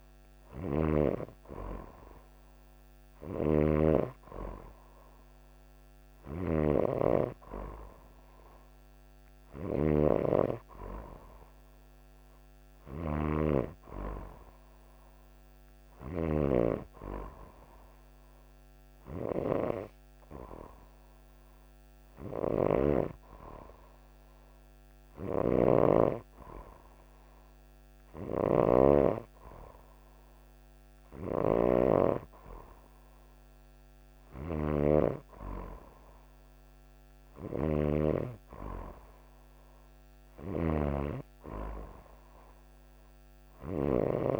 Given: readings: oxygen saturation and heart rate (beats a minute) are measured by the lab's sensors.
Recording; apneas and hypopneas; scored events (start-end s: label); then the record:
breathing in sleep by a microphone on the trachea; none
0.00-16.00 s: oxygen desaturation (device-marked, oxygen 91% lowest)
0.00-16.00 s: snoring (device-marked)
22.00-44.40 s: snoring (device-marked)
From the record:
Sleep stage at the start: N2 (light sleep); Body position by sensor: on the right side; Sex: female